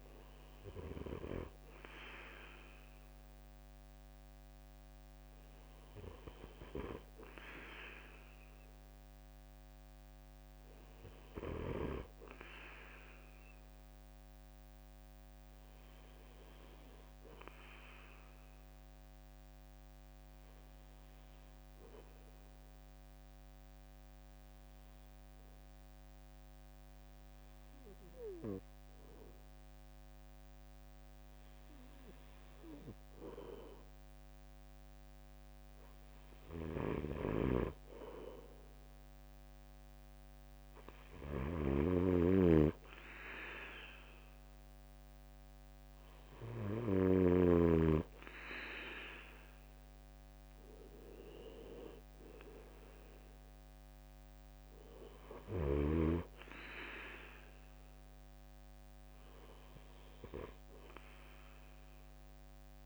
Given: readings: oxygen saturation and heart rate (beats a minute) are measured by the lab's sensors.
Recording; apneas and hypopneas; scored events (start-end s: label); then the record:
breathing in sleep by a microphone on the trachea; 1
12.00-15.50 s: arousal
22.00-35.50 s: hypopnea (oxygen 96% before, 92% lowest, heart rate 68 before, 64 extreme, up 5 after)
37.00-47.00 s: snoring (device-marked)
38.00-41.50 s: arousal
38.00-54.00 s: oxygen desaturation (device-marked, oxygen 95% before, 92% lowest, heart rate 67 before, 63 extreme)
61.50-62.86 s: arousal
From the record:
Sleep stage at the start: N2 (light sleep); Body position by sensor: on the right side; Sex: male